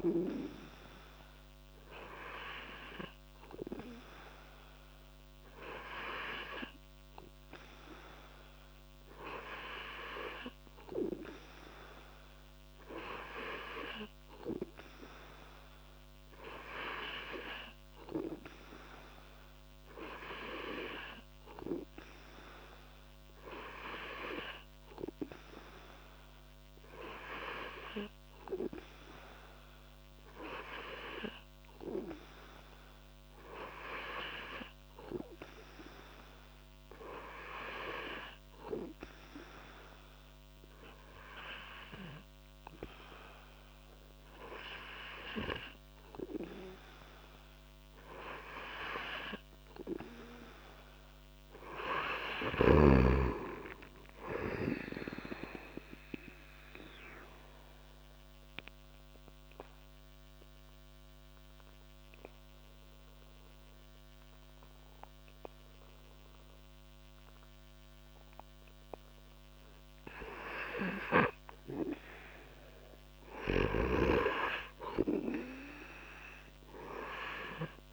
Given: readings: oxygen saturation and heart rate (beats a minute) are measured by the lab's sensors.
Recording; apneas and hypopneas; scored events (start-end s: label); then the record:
breathing in sleep by a microphone on the trachea; 1
46.50-51.50 s: arousal
55.00-67.50 s: obstructive apnea (oxygen 98% before, 95% lowest)
69.50-73.50 s: arousal
70.00-73.50 s: snoring (device-marked)
From the record:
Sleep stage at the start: N2 (light sleep); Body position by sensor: on the back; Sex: male